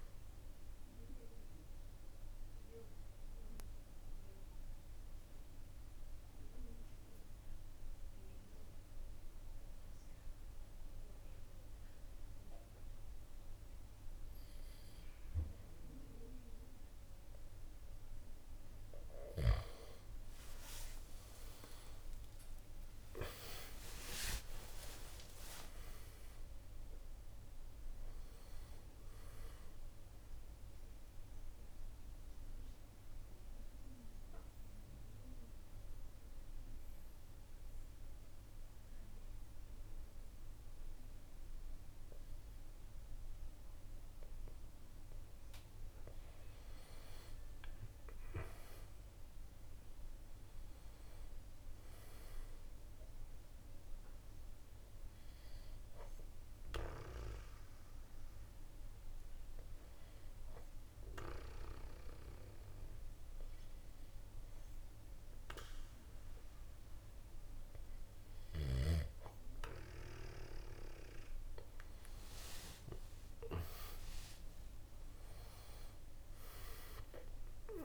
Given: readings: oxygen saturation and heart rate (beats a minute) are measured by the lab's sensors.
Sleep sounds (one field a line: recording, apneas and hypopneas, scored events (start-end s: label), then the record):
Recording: breathing in sleep by a room microphone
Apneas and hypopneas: 3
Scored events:
0.00-11.00 s: drop in pulse transit time (device-marked, heart rate 70 extreme)
0.00-22.00 s: oxygen desaturation (device-marked, oxygen 90% lowest, heart rate 67 extreme)
4.00-18.50 s: central apnea (oxygen 97% before, 90% lowest, heart rate 70 before, 67 extreme, up 19 after)
20.00-25.00 s: arousal
26.00-38.00 s: drop in pulse transit time (device-marked, heart rate 72 before, 67 extreme)
30.00-46.00 s: central apnea (oxygen 97% before, 90% lowest, heart rate 74 before, 64 extreme, up 1 after)
31.00-48.00 s: oxygen desaturation (device-marked, oxygen 97% before, 90% lowest, heart rate 75 before, 64 extreme)
48.00-50.50 s: arousal
53.50-69.50 s: central apnea (oxygen 98% before, 88% lowest, heart rate 68 before, 64 extreme, up 7 after)
57.00-72.00 s: oxygen desaturation (device-marked, oxygen 98% before, 90% lowest, heart rate 67 before, 65 extreme)
72.00-76.50 s: arousal
From the record:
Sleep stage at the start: N2 (light sleep)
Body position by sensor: on the back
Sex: male